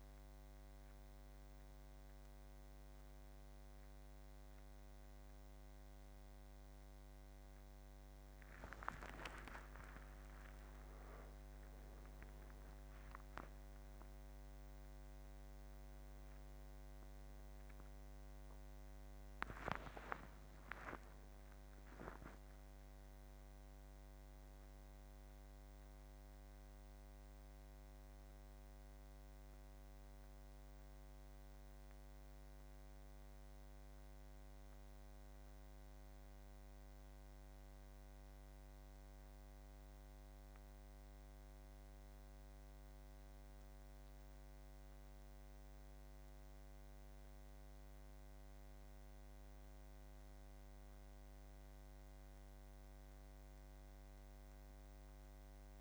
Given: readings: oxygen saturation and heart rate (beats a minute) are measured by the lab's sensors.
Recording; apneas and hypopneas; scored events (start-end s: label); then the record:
a person partly awake in a sleep study, by a microphone on the trachea; none
25.00-55.81 s: new sleep stage, N1 (lightest sleep)
From the record:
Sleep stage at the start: awake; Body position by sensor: on the back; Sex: male